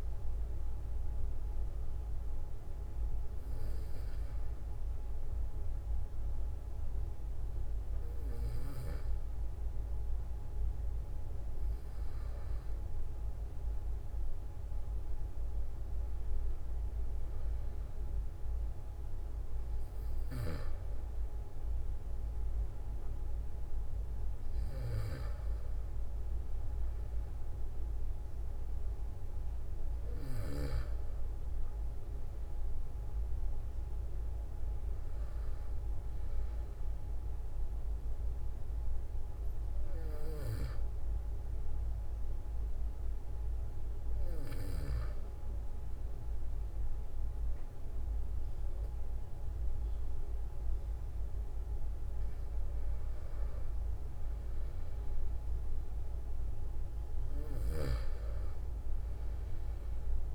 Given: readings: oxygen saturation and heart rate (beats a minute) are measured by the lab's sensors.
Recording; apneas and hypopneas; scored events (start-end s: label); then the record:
breathing in sleep by a room microphone; 2
1.50-15.00 s: hypopnea (oxygen 94% before, 93% lowest, heart rate 47 before, 46 extreme, up 1 after)
24.00-28.50 s: arousal
37.50-52.00 s: hypopnea (oxygen 95% before, 92% lowest, heart rate 47 before, 45 extreme, up 2 after)
57.50-60.35 s: arousal
57.50-60.35 s: snoring (device-marked)
From the record:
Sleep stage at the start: N2 (light sleep); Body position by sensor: on the back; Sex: male